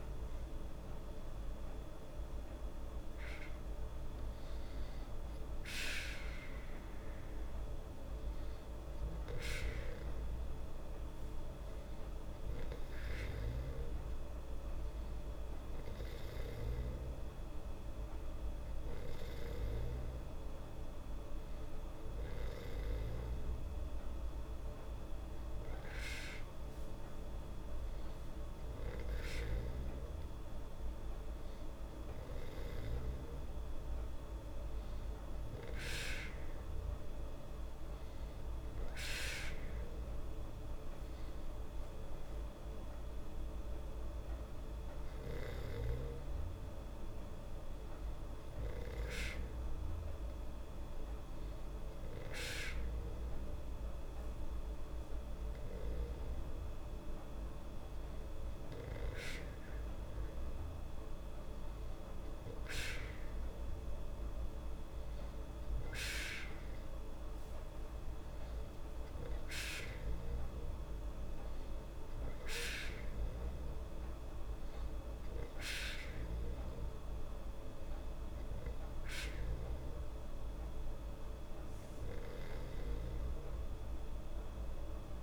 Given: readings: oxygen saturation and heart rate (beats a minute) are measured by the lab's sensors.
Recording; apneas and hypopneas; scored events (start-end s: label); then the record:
breathing in sleep by a room microphone; none
none scored
From the record:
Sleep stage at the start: N2 (light sleep); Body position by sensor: on the back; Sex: female